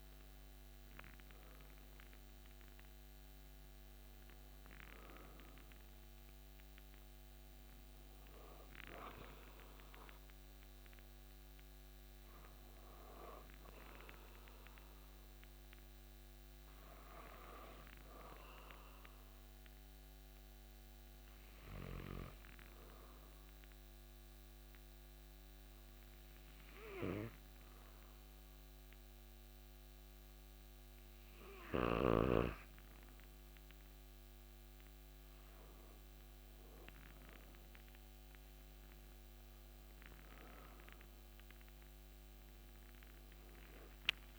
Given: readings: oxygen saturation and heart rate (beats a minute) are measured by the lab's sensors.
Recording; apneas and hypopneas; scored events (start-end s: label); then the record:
a person partly awake in a sleep study, by a microphone on the trachea; 1
1.00-21.00 s: oxygen desaturation (device-marked, oxygen 97% before, 94% lowest)
16.50-33.50 s: hypopnea (oxygen 98% before, 94% lowest)
26.00-44.39 s: new sleep stage, awake
From the record:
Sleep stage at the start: N2 (light sleep); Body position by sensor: on the back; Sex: male